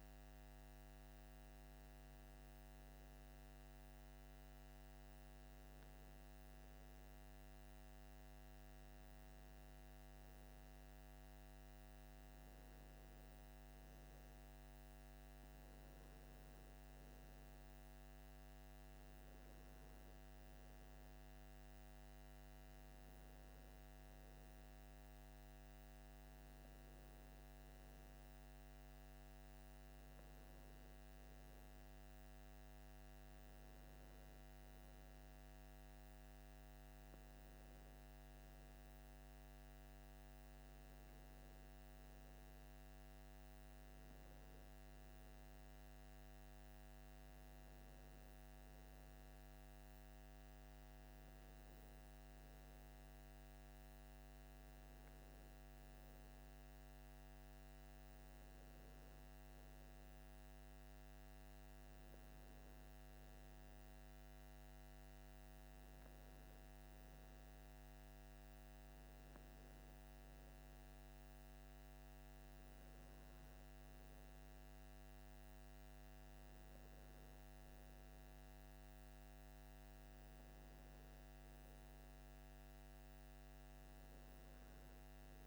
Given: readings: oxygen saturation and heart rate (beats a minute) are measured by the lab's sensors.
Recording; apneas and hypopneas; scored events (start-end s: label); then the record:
breathing in sleep, hard to hear, by a microphone on the trachea; none
none scored
From the record:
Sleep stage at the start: N2 (light sleep); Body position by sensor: on the left side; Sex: male